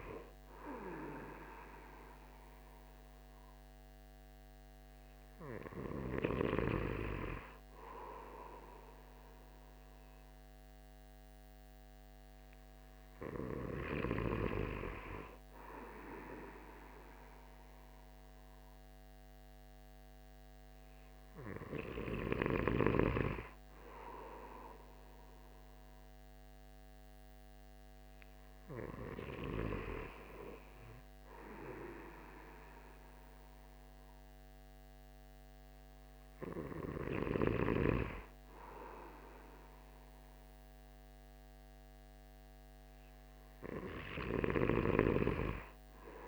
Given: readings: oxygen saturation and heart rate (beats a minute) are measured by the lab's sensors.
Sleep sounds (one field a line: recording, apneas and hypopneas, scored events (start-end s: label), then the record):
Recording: breathing in sleep by a microphone on the trachea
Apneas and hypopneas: none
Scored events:
none scored
From the record:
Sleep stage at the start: N2 (light sleep)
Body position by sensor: on the back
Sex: male